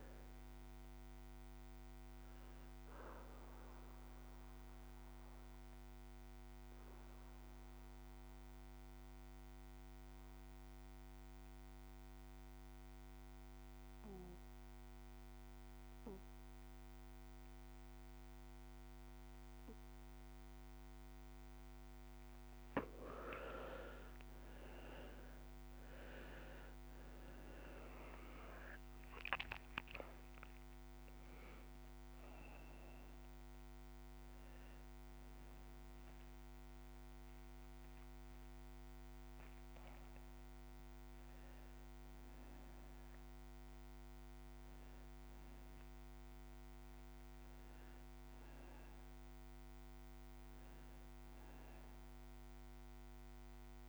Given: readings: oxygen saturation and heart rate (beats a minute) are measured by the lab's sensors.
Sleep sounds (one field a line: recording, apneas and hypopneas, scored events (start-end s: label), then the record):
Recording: breathing in sleep, hard to hear, by a microphone on the trachea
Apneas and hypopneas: 2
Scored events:
0.00-19.00 s: oxygen desaturation (device-marked, oxygen 91% lowest, heart rate 138 extreme)
3.00-21.50 s: mixed apnea (oxygen 96% before, 87% lowest, heart rate 168 before, 138 extreme, up 37 after)
21.00-53.00 s: oxygen desaturation (device-marked, oxygen 97% before, 87% lowest, heart rate 157 before, 129 extreme)
24.50-29.00 s: arousal
36.00-46.00 s: hypopnea (oxygen 97% before, 87% lowest, heart rate 162 before, 129 extreme, up 24 after)
50.50-53.89 s: arousal
From the record:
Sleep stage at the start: N2 (light sleep)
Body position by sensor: on the right side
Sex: male